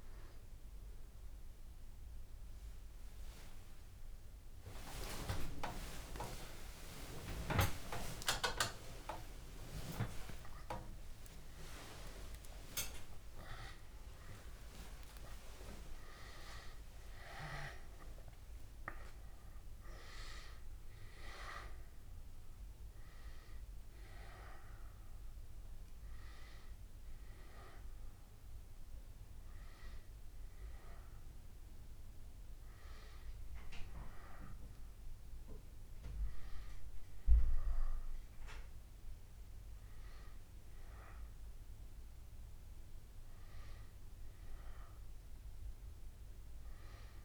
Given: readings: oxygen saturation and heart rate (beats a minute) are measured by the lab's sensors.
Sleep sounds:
breathing in sleep by a room microphone; none
3.00-9.00 s: arousal
7.00-9.00 s: long interval between heartbeats (device-marked, heart rate 78 before, 113 extreme)
10.00-12.00 s: long interval between heartbeats (device-marked, heart rate 87 before, 157 extreme)
13.00-15.00 s: long interval between heartbeats (device-marked, heart rate 99 before, 150 extreme)
From the record:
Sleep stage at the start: N2 (light sleep); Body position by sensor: on the back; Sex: female

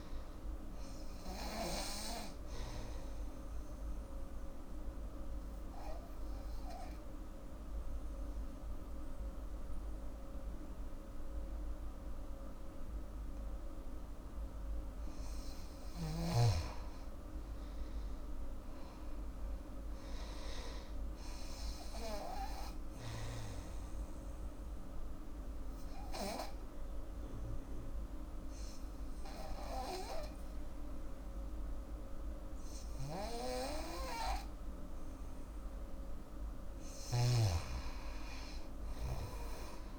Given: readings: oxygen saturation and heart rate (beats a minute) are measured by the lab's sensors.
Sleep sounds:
breathing in sleep by a room microphone; 2
0.00-12.50 s: oxygen desaturation (device-marked, oxygen 86% lowest, heart rate 61 extreme)
3.50-14.50 s: obstructive apnea (oxygen 99% before, 86% lowest, heart rate 77 before, 63 extreme, up 24 after)
17.00-20.50 s: arousal
21.50-32.50 s: oxygen desaturation (device-marked, oxygen 99% before, 91% lowest, heart rate 73 before, 67 extreme)
23.50-35.50 s: obstructive apnea (oxygen 99% before, 89% lowest, heart rate 73 before, 67 extreme, up 17 after)
37.50-39.99 s: oxygen desaturation (device-marked, oxygen 97% before, 89% lowest, heart rate 76 before, 62 extreme)
From the record:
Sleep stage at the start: N2 (light sleep); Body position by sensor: on the back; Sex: female

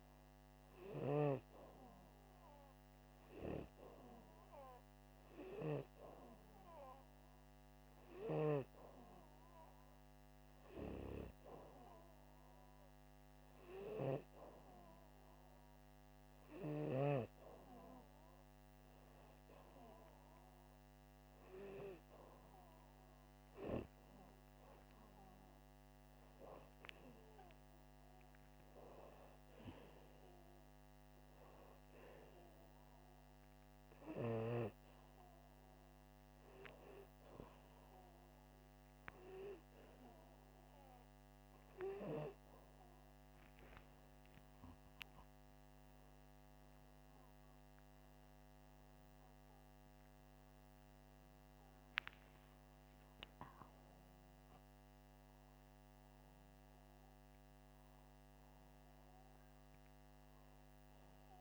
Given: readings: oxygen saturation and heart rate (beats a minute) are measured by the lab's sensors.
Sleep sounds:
breathing in sleep by a microphone on the trachea; none
44.00-48.50 s: arousal
From the record:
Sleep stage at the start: N2 (light sleep); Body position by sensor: upright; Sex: male

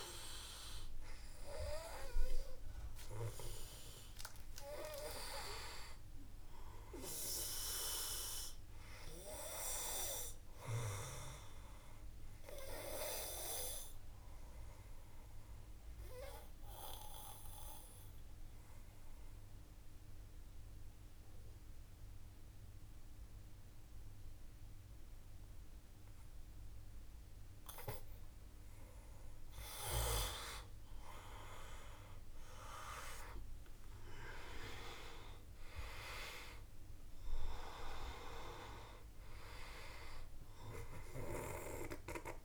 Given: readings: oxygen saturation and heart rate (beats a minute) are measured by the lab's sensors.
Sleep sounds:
breathing in sleep by a room microphone; 1
6.00-9.50 s: arousal
11.00-21.00 s: oxygen desaturation (device-marked, oxygen 98% before, 94% lowest, heart rate 55 before, 52 extreme)
13.50-29.00 s: obstructive apnea (oxygen 98% before, 90% lowest, heart rate 55 before, 51 extreme, up 7 after)
32.00-36.00 s: arousal
34.00-42.45 s: oxygen desaturation (device-marked, oxygen 96% before, 90% lowest, heart rate 53 before, 51 extreme)
From the record:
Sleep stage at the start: N2 (light sleep); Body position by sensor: on the back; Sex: male

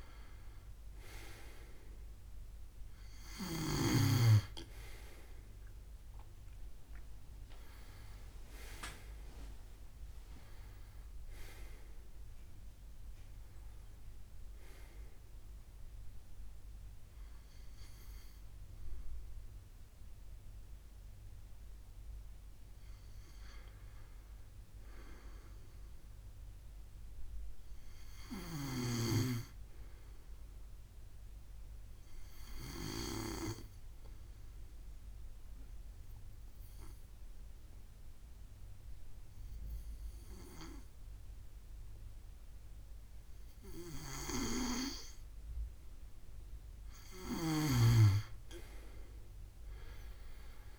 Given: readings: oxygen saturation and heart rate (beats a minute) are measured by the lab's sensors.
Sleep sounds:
breathing in sleep by a room microphone; 1
0.00-3.50 s: snoring (device-marked)
0.00-5.00 s: arousal
31.50-45.00 s: obstructive apnea (oxygen 97% before, 91% lowest, heart rate 79 before, 65 extreme, up 15 after)
From the record:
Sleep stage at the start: N2 (light sleep); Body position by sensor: on the left side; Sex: male

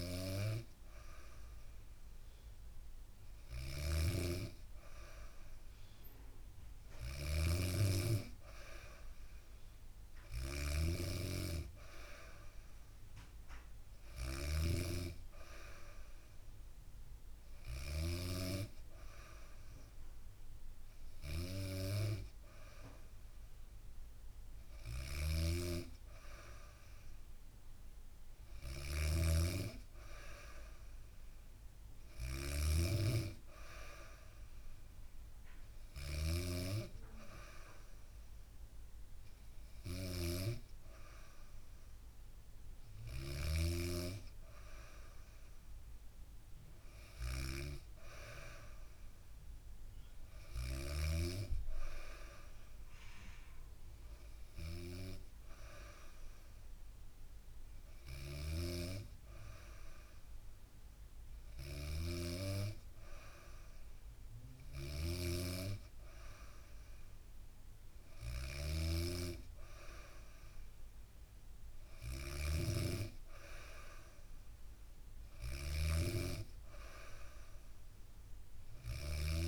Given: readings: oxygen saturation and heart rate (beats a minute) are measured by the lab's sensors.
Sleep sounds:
breathing in sleep by a room microphone; none
0.00-17.50 s: snoring (device-marked)
24.00-43.00 s: snoring (device-marked)
57.50-79.48 s: snoring (device-marked)
From the record:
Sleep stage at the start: N2 (light sleep); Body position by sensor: on the back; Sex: female

